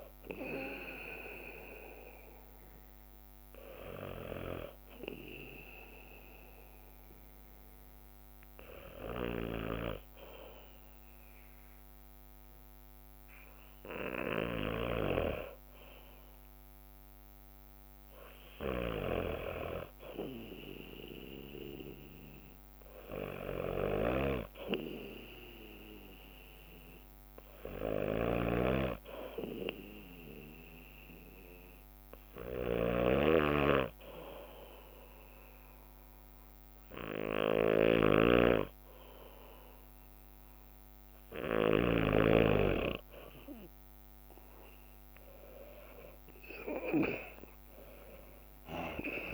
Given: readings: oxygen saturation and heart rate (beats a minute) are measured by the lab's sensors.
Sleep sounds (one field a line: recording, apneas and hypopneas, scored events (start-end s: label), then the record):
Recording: breathing in sleep by a microphone on the trachea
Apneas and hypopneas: 1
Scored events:
0.00-7.00 s: leg movement (device-marked)
2.50-13.50 s: hypopnea (oxygen 98% before, 93% lowest, heart rate 63 before, 58 extreme, up 3 after)
3.00-12.00 s: bradycardia (device-marked, heart rate 63 before, 58 extreme)
11.00-21.00 s: leg movement (device-marked)
15.00-19.00 s: arousal
23.00-26.00 s: bradycardia (device-marked, heart rate 63 before, 60 extreme)
27.00-30.00 s: bradycardia (device-marked, heart rate 63 before, 59 extreme)
38.00-42.00 s: snoring (device-marked)
43.50-49.34 s: leg movement (device-marked)
46.00-49.34 s: oxygen desaturation (device-marked, oxygen 96% before, 93% lowest, heart rate 60 before, 59 extreme)
46.50-49.34 s: arousal
From the record:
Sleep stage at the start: N2 (light sleep)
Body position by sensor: on the back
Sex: male